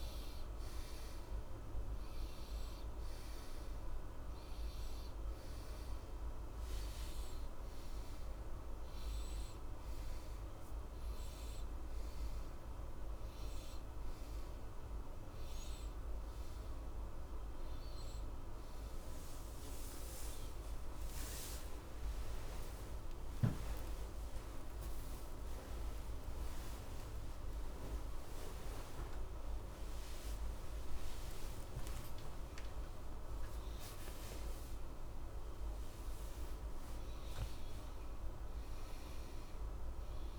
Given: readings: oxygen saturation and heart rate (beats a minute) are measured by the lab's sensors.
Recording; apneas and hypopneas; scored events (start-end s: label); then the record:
a person awake in a sleep study, hard to hear, by a room microphone; none
24.50-40.39 s: new sleep stage, N1 (lightest sleep)
From the record:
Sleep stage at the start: awake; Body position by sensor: on the back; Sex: male